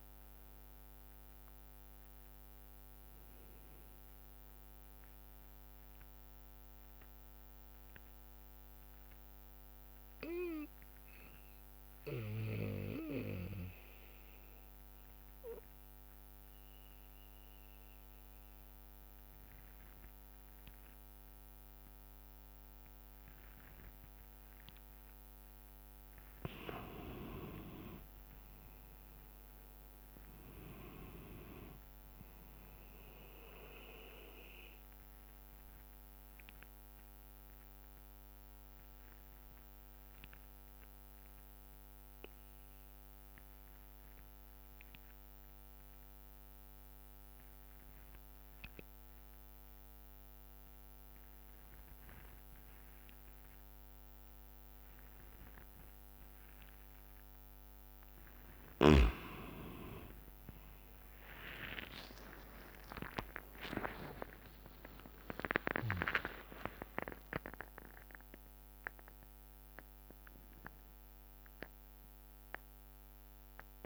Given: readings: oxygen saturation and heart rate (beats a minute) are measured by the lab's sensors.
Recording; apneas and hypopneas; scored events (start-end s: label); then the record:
breathing in sleep by a microphone on the trachea; 2
0.00-3.50 s: drop in pulse transit time (device-marked, heart rate 64 extreme)
0.00-12.50 s: oxygen desaturation (device-marked, oxygen 87% lowest, heart rate 57 extreme)
6.00-26.50 s: mixed apnea (oxygen 97% before, 87% lowest, heart rate 68 before, 57 extreme, up 6 after)
7.50-13.50 s: bradycardia (device-marked, heart rate 70 before, 57 extreme)
25.50-45.50 s: oxygen desaturation (device-marked, oxygen 99% before, 90% lowest, heart rate 61 before, 62 extreme)
28.00-32.00 s: arousal
35.00-58.50 s: obstructive apnea (oxygen 99% before, 87% lowest, heart rate 64 before, 55 extreme, up 29 after)
58.50-73.86 s: oxygen desaturation (device-marked, oxygen 98% before, 87% lowest, heart rate 64 before, 55 extreme)
61.00-66.00 s: arousal
61.50-73.86 s: drop in pulse transit time (device-marked, heart rate 65 before, 64 extreme)
63.00-65.00 s: long interval between heartbeats (device-marked, heart rate 65 before, 78 extreme)
From the record:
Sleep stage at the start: N2 (light sleep); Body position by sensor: on the back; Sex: male